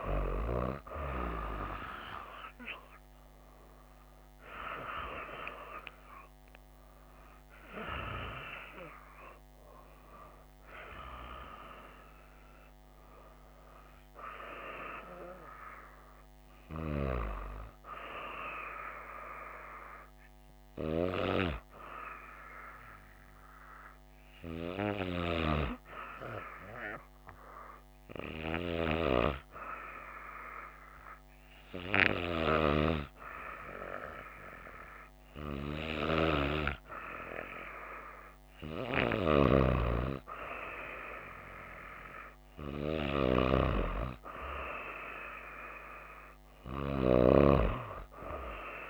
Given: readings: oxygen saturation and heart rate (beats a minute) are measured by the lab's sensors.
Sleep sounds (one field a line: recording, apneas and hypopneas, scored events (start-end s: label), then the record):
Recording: breathing in sleep by a microphone on the trachea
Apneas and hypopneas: 1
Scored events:
6.00-10.50 s: arousal
20.00-38.00 s: hypopnea (oxygen 96% before, 93% lowest, heart rate 61 before, 55 extreme, up 4 after)
40.00-43.00 s: arousal
From the record:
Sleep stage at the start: N2 (light sleep)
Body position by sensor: on the right side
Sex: female